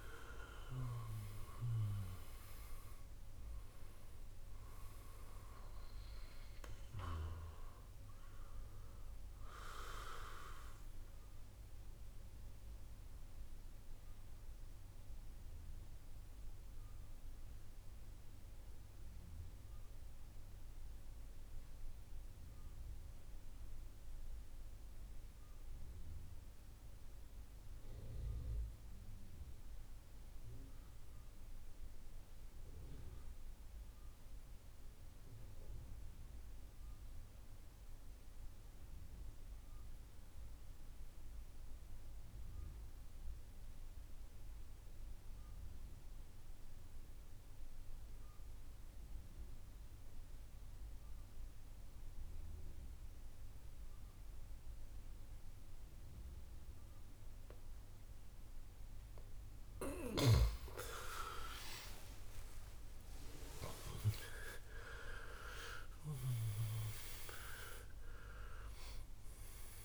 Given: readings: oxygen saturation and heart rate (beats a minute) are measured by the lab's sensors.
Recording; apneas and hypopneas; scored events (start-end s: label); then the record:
breathing in sleep by a room microphone; 1
0.00-14.00 s: oxygen desaturation (device-marked, oxygen 84% lowest, heart rate 62 extreme)
12.00-58.50 s: mixed apnea (oxygen 94% before, 81% lowest, heart rate 74 before, 62 extreme, up 12 after)
40.00-69.85 s: oxygen desaturation (device-marked, oxygen 99% before, 81% lowest, heart rate 67 before, 63 extreme)
61.00-66.00 s: arousal
From the record:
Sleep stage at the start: N2 (light sleep); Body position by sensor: on the back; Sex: male